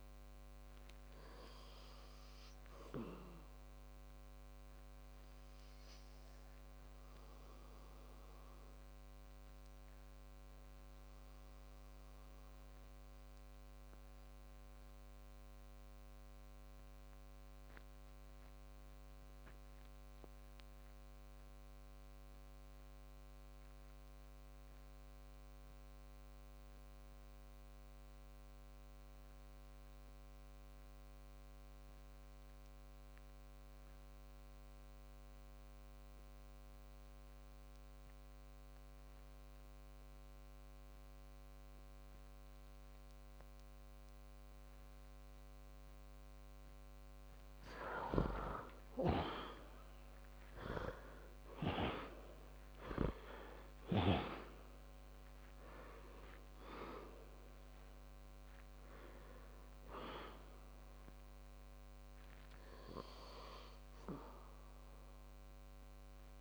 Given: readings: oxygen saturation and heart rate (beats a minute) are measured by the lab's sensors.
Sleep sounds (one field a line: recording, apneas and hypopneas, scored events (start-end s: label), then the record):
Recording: breathing in sleep by a microphone on the trachea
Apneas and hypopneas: 1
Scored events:
14.50-48.00 s: obstructive apnea (oxygen 97% before, 84% lowest, heart rate 57 before, 52 extreme, up 11 after)
44.50-66.41 s: oxygen desaturation (device-marked, oxygen 97% before, 84% lowest, heart rate 63 before, 53 extreme)
50.00-54.50 s: arousal
From the record:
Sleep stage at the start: N2 (light sleep)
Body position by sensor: on the back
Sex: male